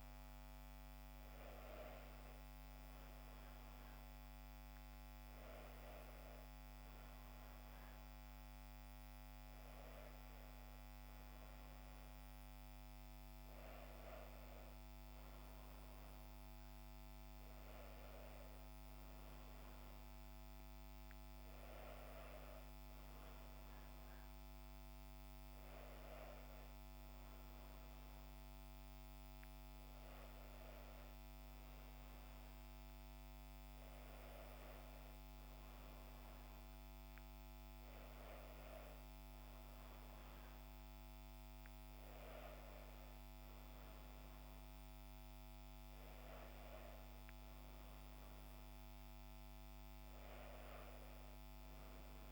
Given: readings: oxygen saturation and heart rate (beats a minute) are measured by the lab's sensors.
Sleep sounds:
breathing in sleep, hard to hear, by a microphone on the trachea; none
none scored
From the record:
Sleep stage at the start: N1 (lightest sleep); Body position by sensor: on the back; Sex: female

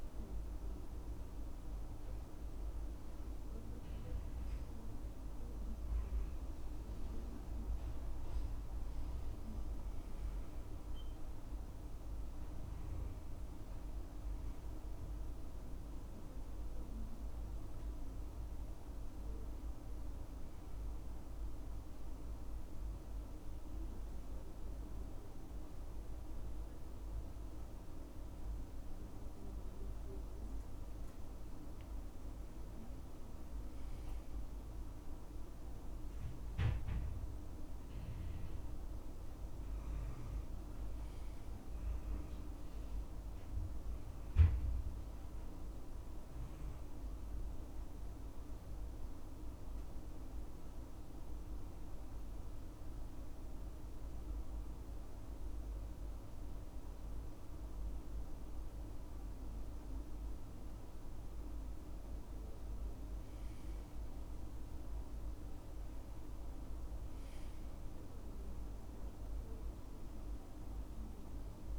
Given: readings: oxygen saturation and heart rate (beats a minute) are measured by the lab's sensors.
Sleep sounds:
breathing in sleep, hard to hear, by a room microphone; 2
0.00-12.00 s: oxygen desaturation (device-marked, oxygen 97% before, 93% lowest, heart rate 68 before, 67 extreme)
13.00-16.50 s: arousal
21.00-31.00 s: obstructive apnea (oxygen 97% before, 94% lowest, heart rate 68 before, 67 extreme, up 6 after)
33.50-37.50 s: arousal
46.50-59.50 s: obstructive apnea (oxygen 97% before, 94% lowest, heart rate 70 before, 64 extreme, up 4 after)
62.00-66.00 s: arousal
From the record:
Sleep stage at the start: N2 (light sleep); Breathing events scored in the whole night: 228 in 4.7 hours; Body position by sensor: on the right side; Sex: male

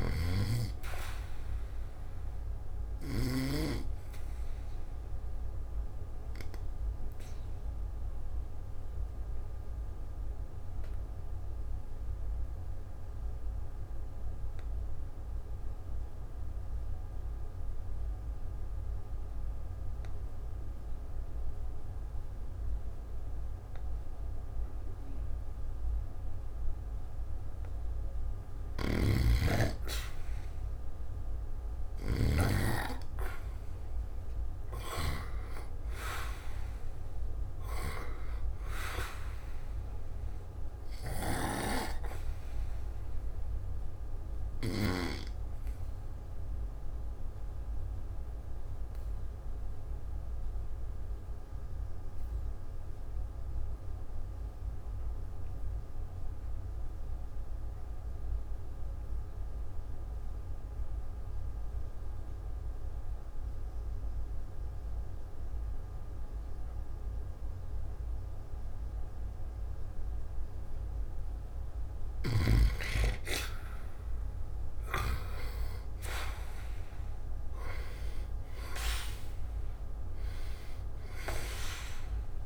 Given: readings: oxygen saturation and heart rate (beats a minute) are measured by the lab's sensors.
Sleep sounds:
breathing in sleep by a room microphone; 2
0.00-3.50 s: snoring (device-marked)
6.50-27.50 s: obstructive apnea (oxygen 98% before, 88% lowest, heart rate 53 before, 51 extreme, up 0 after)
9.50-29.50 s: oxygen desaturation (device-marked, oxygen 96% before, 88% lowest, heart rate 54 before, 51 extreme)
28.50-32.50 s: snoring (device-marked)
29.50-34.50 s: arousal
41.00-45.00 s: snoring (device-marked)
46.00-70.50 s: obstructive apnea (oxygen 97% before, 89% lowest, heart rate 53 before, 45 extreme, up 3 after)
55.50-70.50 s: oxygen desaturation (device-marked, oxygen 97% before, 90% lowest, heart rate 54 before, 45 extreme)
73.00-77.50 s: arousal
From the record:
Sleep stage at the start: N2 (light sleep); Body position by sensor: on the back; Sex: male

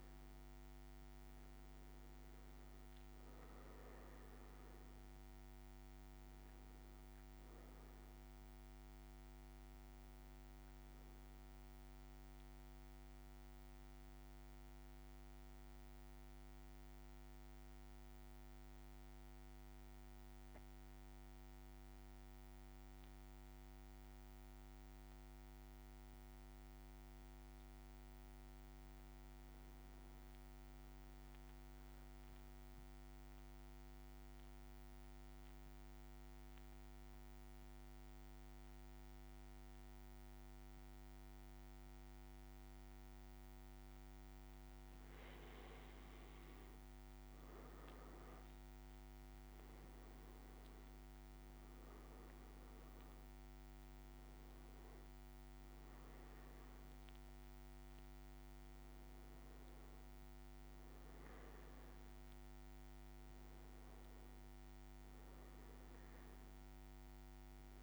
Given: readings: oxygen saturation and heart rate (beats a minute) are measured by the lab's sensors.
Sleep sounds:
breathing in sleep, hard to hear, by a microphone on the trachea; 1
26.50-30.50 s: arousal
33.00-44.50 s: central apnea (oxygen 100% before, 93% lowest, heart rate 57 before, 56 extreme, up 4 after)
38.50-67.83 s: oxygen desaturation (device-marked, oxygen 100% before, 93% lowest, heart rate 57 before, 56 extreme)
46.50-51.00 s: arousal
From the record:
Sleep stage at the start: N2 (light sleep); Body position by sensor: on the back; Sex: male

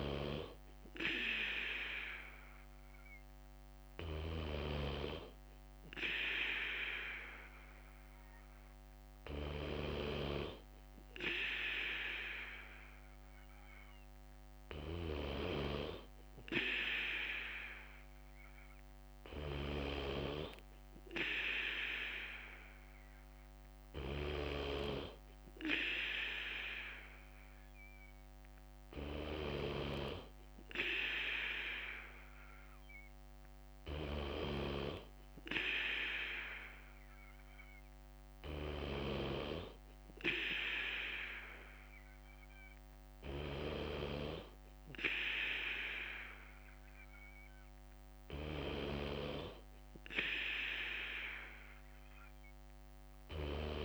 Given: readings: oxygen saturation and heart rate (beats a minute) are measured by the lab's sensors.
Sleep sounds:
breathing in sleep by a microphone on the trachea; none
23.50-26.50 s: bradycardia (device-marked, heart rate 59 before, 60 extreme)
36.50-53.85 s: bradycardia (device-marked, heart rate 59 before, 57 extreme)
From the record:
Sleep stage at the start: N2 (light sleep); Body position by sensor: on the back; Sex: male

